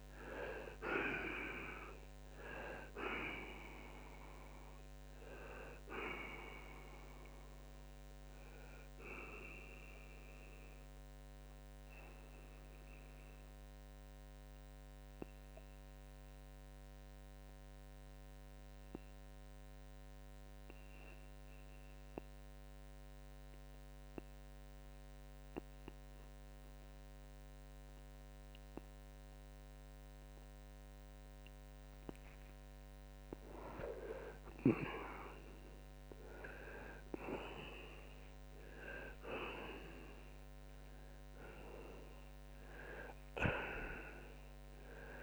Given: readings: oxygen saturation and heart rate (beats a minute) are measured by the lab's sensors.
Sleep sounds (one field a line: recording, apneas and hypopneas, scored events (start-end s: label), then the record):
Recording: breathing in sleep by a microphone on the trachea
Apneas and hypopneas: 1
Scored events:
9.00-32.50 s: mixed apnea (oxygen 93% before, 83% lowest, heart rate 86 before, 62 extreme, up 24 after)
21.50-39.50 s: oxygen desaturation (device-marked, oxygen 92% before, 83% lowest, heart rate 82 before, 66 extreme)
34.00-38.00 s: arousal
From the record:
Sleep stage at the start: N2 (light sleep)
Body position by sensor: on the right side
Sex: male